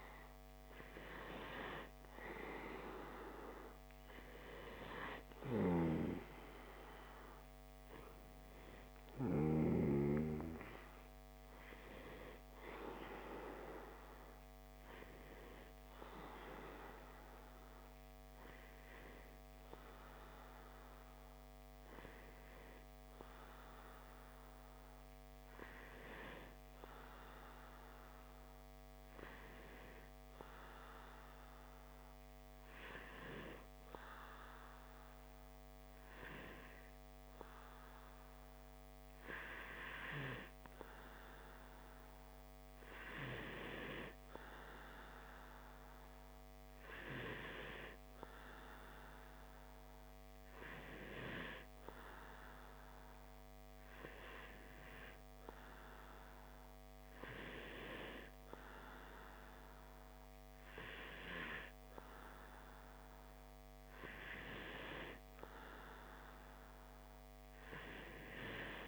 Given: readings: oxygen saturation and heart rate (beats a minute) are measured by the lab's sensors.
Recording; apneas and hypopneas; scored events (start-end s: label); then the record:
breathing in sleep by a microphone on the trachea; none
none scored
From the record:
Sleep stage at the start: N2 (light sleep); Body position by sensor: on the back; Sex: male